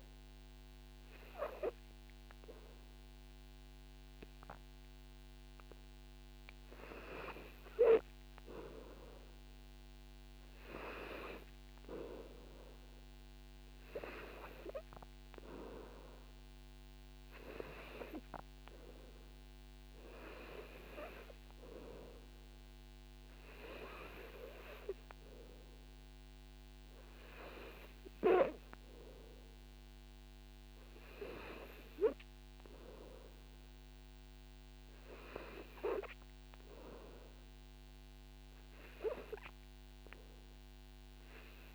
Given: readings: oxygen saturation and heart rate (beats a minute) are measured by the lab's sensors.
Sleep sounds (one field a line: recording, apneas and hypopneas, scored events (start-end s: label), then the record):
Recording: breathing in sleep by a microphone on the trachea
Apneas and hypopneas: none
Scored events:
none scored
From the record:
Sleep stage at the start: N2 (light sleep)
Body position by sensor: on the back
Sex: male